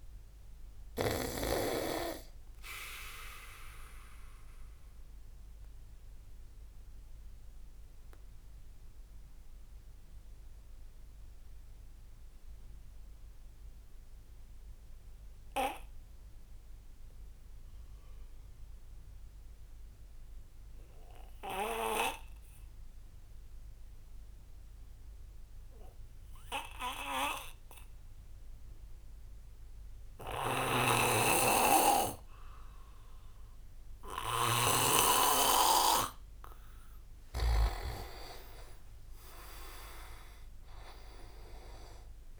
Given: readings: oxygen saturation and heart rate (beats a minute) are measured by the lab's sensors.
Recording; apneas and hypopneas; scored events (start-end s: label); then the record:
breathing in sleep by a room microphone; 1
0.00-7.50 s: oxygen desaturation (device-marked, oxygen 91% lowest)
0.00-15.50 s: tachycardia (device-marked)
5.00-36.00 s: obstructive apnea (oxygen 96% before, 88% lowest)
17.50-25.50 s: oxygen desaturation (device-marked, oxygen 94% before, 88% lowest)
30.50-38.00 s: snoring (device-marked)
36.50-41.50 s: arousal
36.50-42.40 s: oxygen desaturation (device-marked, oxygen 99% before, 94% lowest)
From the record:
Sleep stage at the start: N2 (light sleep); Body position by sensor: on the back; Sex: male